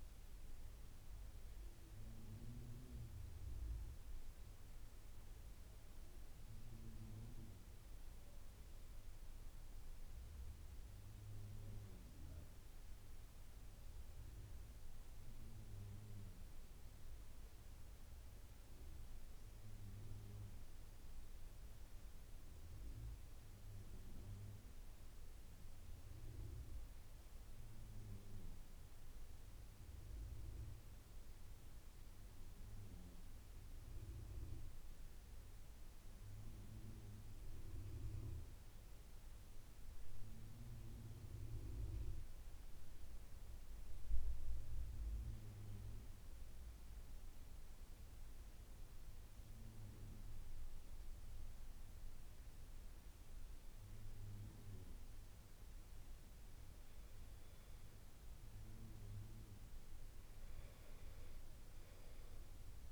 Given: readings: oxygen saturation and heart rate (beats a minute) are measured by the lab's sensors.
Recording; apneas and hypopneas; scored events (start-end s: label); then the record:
breathing in sleep by a room microphone; 2
2.50-12.50 s: obstructive apnea (oxygen 94% before, 90% lowest, heart rate 84 before, 82 extreme, up 5 after)
15.50-19.00 s: arousal
37.00-41.00 s: arousal
43.50-57.50 s: hypopnea (oxygen 93% before, 90% lowest, heart rate 88 before, 77 extreme, up 7 after)
From the record:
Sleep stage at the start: N2 (light sleep); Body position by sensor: on the back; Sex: male